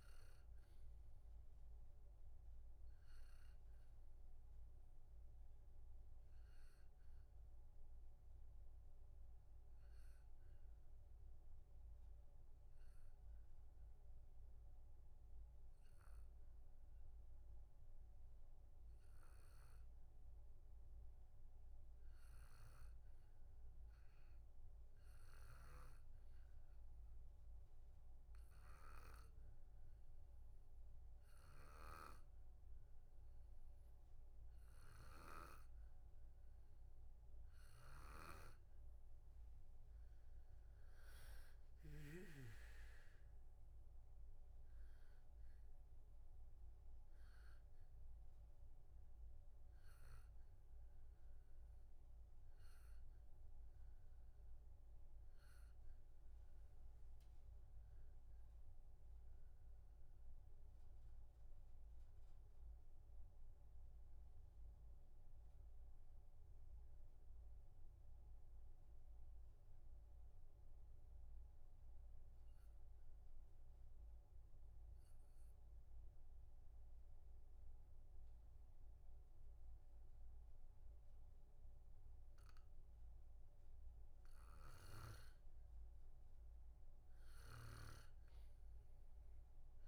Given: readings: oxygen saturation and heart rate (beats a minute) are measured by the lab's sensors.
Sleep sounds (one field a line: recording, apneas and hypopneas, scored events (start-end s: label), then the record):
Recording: breathing in sleep by a room microphone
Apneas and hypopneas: 2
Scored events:
0.00-23.00 s: oxygen desaturation (device-marked, oxygen 92% lowest, heart rate 61 extreme)
3.00-38.00 s: obstructive apnea (oxygen 96% before, 92% lowest, heart rate 64 before, 61 extreme, up 5 after)
38.00-42.50 s: snoring (device-marked)
40.50-44.50 s: arousal
45.00-62.00 s: oxygen desaturation (device-marked, oxygen 96% before, 93% lowest, heart rate 64 before, 62 extreme)
48.00-84.50 s: obstructive apnea (oxygen 96% before, 92% lowest, heart rate 65 before, 62 extreme)
From the record:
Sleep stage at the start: N2 (light sleep)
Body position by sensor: on the back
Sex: male